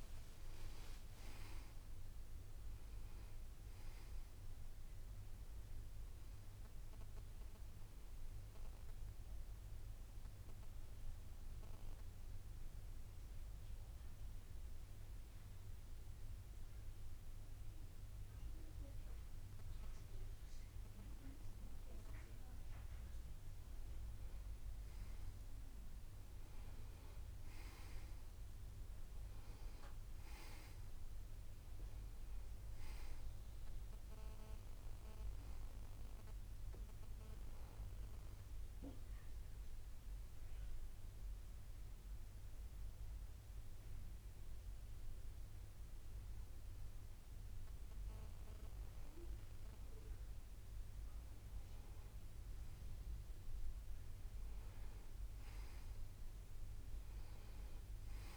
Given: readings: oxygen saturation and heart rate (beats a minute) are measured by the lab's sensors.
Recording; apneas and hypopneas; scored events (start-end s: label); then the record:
breathing in sleep, hard to hear, by a room microphone; 2
0.00-10.00 s: oxygen desaturation (device-marked, oxygen 91% lowest)
0.50-6.50 s: arousal
12.00-23.50 s: hypopnea (oxygen 96% before, 92% lowest)
27.00-32.00 s: arousal
29.00-46.00 s: oxygen desaturation (device-marked, oxygen 96% before, 93% lowest)
38.00-50.00 s: hypopnea (oxygen 96% before, 92% lowest)
From the record:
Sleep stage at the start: N2 (light sleep); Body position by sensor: on the back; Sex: male